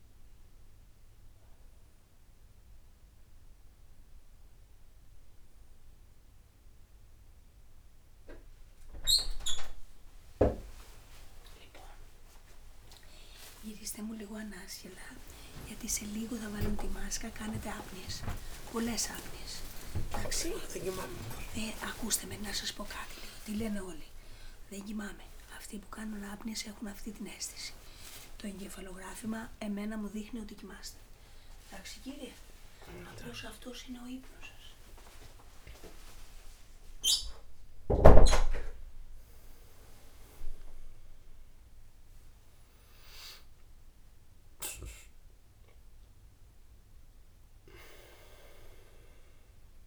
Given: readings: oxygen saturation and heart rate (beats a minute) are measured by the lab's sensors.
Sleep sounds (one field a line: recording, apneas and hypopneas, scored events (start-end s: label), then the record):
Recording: a person awake in a sleep study, by a room microphone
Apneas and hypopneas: none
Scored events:
13.00-43.00 s: new sleep stage, awake
43.00-49.87 s: new sleep stage, N1 (lightest sleep)
From the record:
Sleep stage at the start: N1 (lightest sleep)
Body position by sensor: on the back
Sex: male